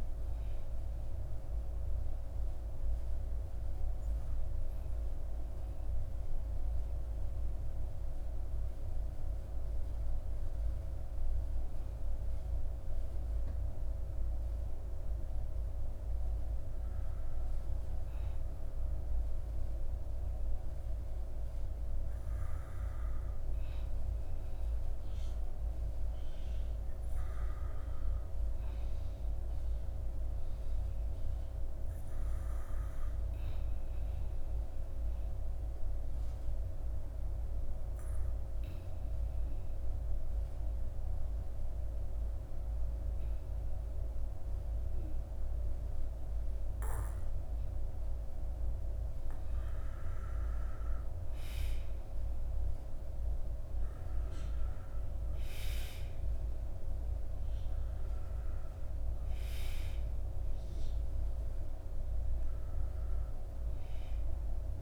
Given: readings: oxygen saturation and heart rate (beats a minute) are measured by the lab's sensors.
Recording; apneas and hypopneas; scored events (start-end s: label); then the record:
breathing in sleep, hard to hear, by a room microphone; 1
34.00-47.00 s: obstructive apnea (oxygen 96% before, 91% lowest, heart rate 56 before, 53 extreme, up 3 after)
49.00-52.00 s: arousal
From the record:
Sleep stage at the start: N2 (light sleep); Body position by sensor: on the back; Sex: male